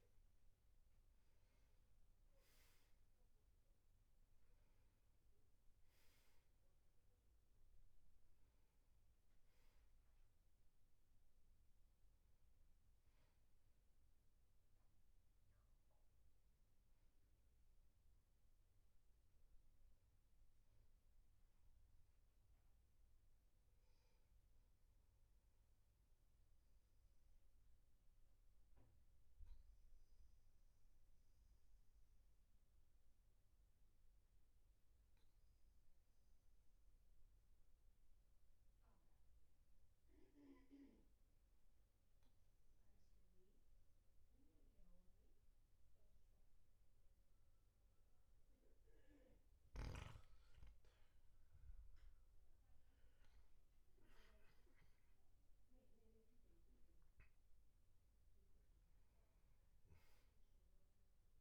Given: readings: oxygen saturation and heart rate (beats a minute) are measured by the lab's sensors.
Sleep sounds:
breathing in sleep, hard to hear, by a room microphone; 1
0.00-29.50 s: oxygen desaturation (device-marked, oxygen 91% lowest, heart rate 46 extreme)
26.50-50.00 s: obstructive apnea (oxygen 97% before, 95% lowest, heart rate 51 before, 43 extreme, up 6 after)
53.00-59.00 s: arousal
From the record:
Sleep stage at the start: N2 (light sleep); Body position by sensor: on the back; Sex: male

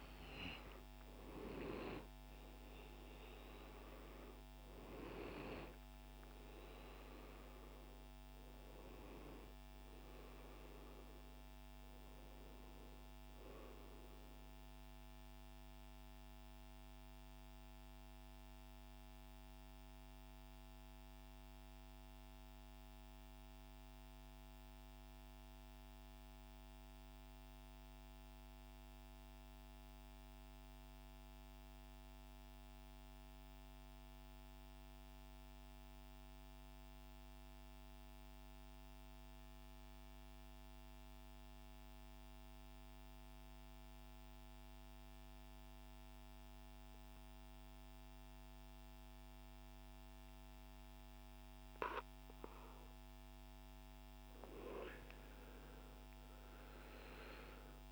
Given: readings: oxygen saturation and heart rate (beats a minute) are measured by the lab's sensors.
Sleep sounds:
breathing in sleep by a microphone on the trachea; 1
0.00-22.50 s: oxygen desaturation (device-marked, oxygen 82% lowest, heart rate 55 extreme)
14.50-52.50 s: central apnea (oxygen 92% before, 82% lowest, heart rate 87 before, 60 extreme)
42.50-57.91 s: oxygen desaturation (device-marked, oxygen 99% before, 91% lowest, heart rate 128 before, 87 extreme)
53.50-57.91 s: arousal
From the record:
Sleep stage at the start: N2 (light sleep); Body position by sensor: on the right side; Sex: male

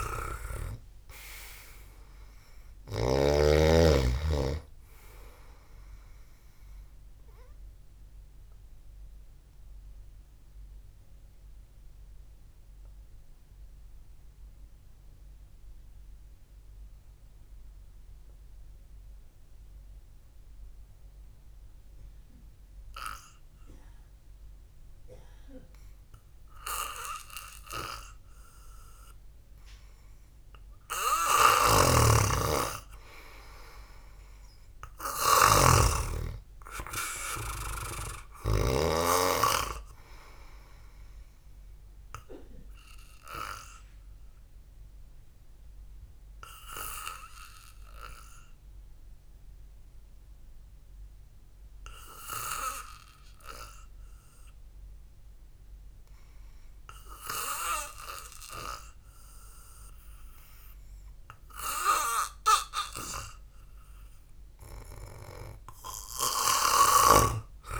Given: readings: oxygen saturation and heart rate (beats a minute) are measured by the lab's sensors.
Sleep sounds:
breathing in sleep by a room microphone; 2
2.00-12.00 s: oxygen desaturation (device-marked, oxygen 97% before, 93% lowest, heart rate 58 before, 54 extreme)
10.00-30.00 s: obstructive apnea (oxygen 98% before, 91% lowest, heart rate 55 before, 51 extreme)
22.00-29.00 s: oxygen desaturation (device-marked, oxygen 94% before, 91% lowest, heart rate 58 before, 51 extreme)
32.00-36.50 s: arousal
32.00-39.50 s: snoring (device-marked)
43.50-58.00 s: obstructive apnea (oxygen 97% before, 91% lowest, heart rate 58 before, 54 extreme, up 5 after)
54.00-66.00 s: oxygen desaturation (device-marked, oxygen 94% before, 91% lowest, heart rate 56 before, 54 extreme)
From the record:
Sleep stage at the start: N2 (light sleep); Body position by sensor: on the back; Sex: male

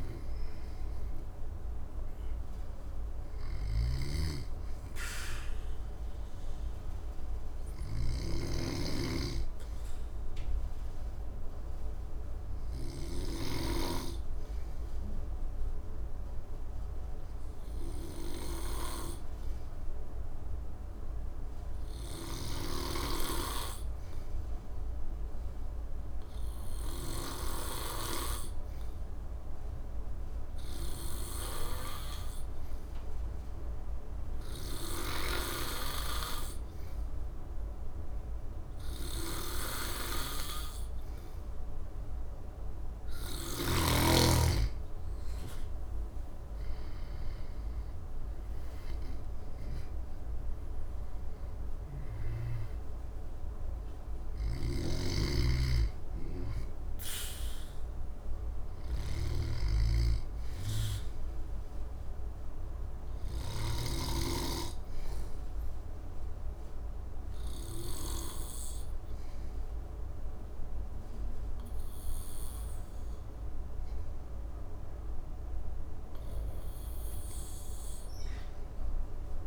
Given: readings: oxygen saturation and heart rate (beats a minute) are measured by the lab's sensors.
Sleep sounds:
breathing in sleep by a room microphone; 1
0.00-13.50 s: snoring (device-marked)
6.00-41.50 s: obstructive apnea (oxygen 95% before, 93% lowest, heart rate 72 before, 61 extreme, up 9 after)
44.00-61.00 s: oxygen desaturation (device-marked, oxygen 97% before, 93% lowest, heart rate 64 before, 61 extreme)
45.00-48.50 s: arousal
54.00-63.50 s: snoring (device-marked)
From the record:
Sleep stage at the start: N2 (light sleep); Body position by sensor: on the back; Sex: male

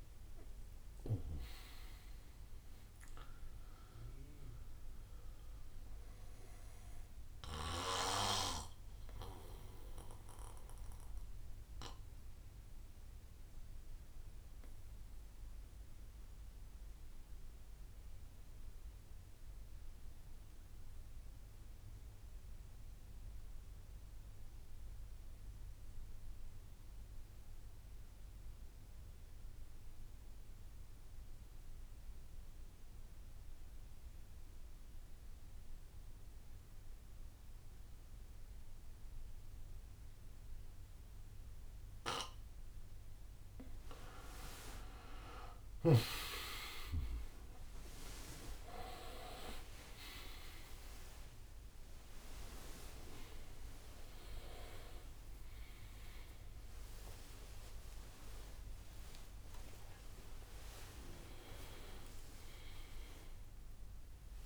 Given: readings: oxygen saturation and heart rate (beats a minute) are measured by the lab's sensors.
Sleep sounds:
a person partly awake in a sleep study, by a room microphone; 1
0.00-1.50 s: long interval between heartbeats (device-marked, heart rate 93 extreme)
0.00-2.50 s: tachycardia (device-marked, heart rate 107 extreme)
0.00-3.00 s: arousal
0.00-9.50 s: drop in pulse transit time (device-marked, heart rate 65 extreme)
0.00-19.50 s: oxygen desaturation (device-marked, oxygen 85% lowest, heart rate 55 extreme)
8.50-20.50 s: bradycardia (device-marked, heart rate 68 before, 55 extreme)
9.00-42.00 s: obstructive apnea (oxygen 99% before, 84% lowest, heart rate 83 before, 55 extreme, up 57 after)
35.50-64.46 s: oxygen desaturation (device-marked, oxygen 98% before, 84% lowest, heart rate 59 before, 60 extreme)
42.50-64.46 s: new sleep stage, awake
45.00-47.00 s: long interval between heartbeats (device-marked, heart rate 61 before, 74 extreme)
45.50-64.46 s: tachycardia (device-marked, heart rate 68 before, 150 extreme)
47.00-49.00 s: long interval between heartbeats (device-marked, heart rate 63 before, 94 extreme)
47.50-62.50 s: drop in pulse transit time (device-marked, heart rate 65 before, 96 extreme)
56.00-58.00 s: long interval between heartbeats (device-marked, heart rate 91 before, 134 extreme)
60.00-62.00 s: long interval between heartbeats (device-marked, heart rate 106 before, 131 extreme)
62.00-64.00 s: long interval between heartbeats (device-marked, heart rate 114 before, 125 extreme)
From the record:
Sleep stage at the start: N2 (light sleep); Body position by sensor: on the back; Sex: male

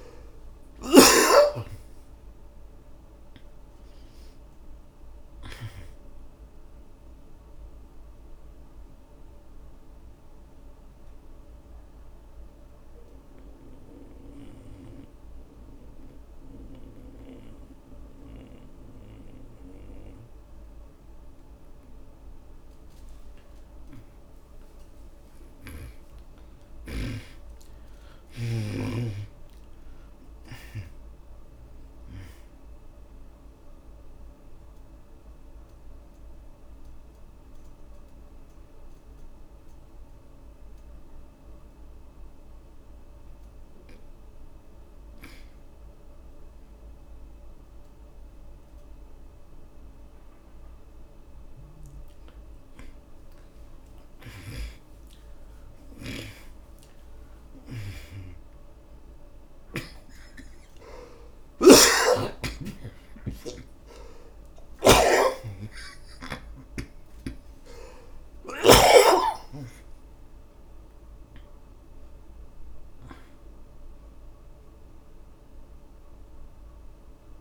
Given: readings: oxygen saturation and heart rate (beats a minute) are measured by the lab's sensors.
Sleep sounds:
breathing in sleep by a room microphone; 2
0.00-1.50 s: arousal
0.00-1.50 s: snoring (device-marked)
0.00-2.50 s: oxygen desaturation (device-marked, oxygen 67% lowest, heart rate 48 extreme)
9.00-23.00 s: obstructive apnea (oxygen 94% before, 76% lowest, heart rate 84 before, 48 extreme, up 22 after)
13.50-17.00 s: snoring (device-marked)
25.00-30.50 s: arousal
34.50-47.50 s: oxygen desaturation (device-marked, oxygen 98% before, 76% lowest, heart rate 62 before, 54 extreme)
34.50-53.00 s: obstructive apnea (oxygen 98% before, 76% lowest, heart rate 62 before, 54 extreme, up 26 after)
54.50-60.00 s: snoring (device-marked)
58.50-77.41 s: oxygen desaturation (device-marked, oxygen 93% before, 78% lowest, heart rate 65 before, 56 extreme)
61.50-69.00 s: arousal
64.50-69.00 s: snoring (device-marked)
From the record:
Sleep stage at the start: N2 (light sleep); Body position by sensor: on the back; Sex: male

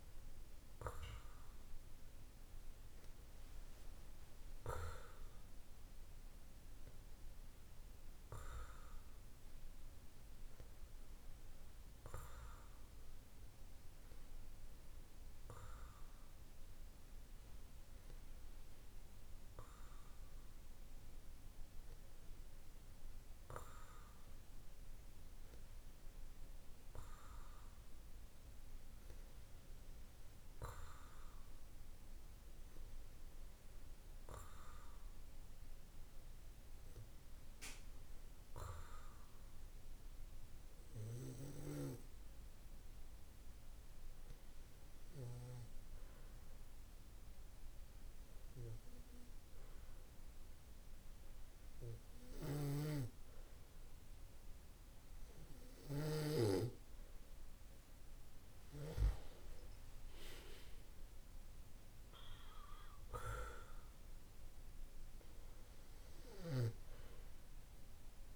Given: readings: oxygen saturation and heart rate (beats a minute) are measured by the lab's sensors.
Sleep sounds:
breathing in sleep by a room microphone; 1
38.00-56.50 s: hypopnea (oxygen 95% before, 93% lowest, heart rate 50 before, 49 extreme, up 11 after)
58.50-62.50 s: arousal
From the record:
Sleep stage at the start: N2 (light sleep); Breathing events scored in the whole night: 163 in 6.0 hours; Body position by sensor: on the back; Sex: male

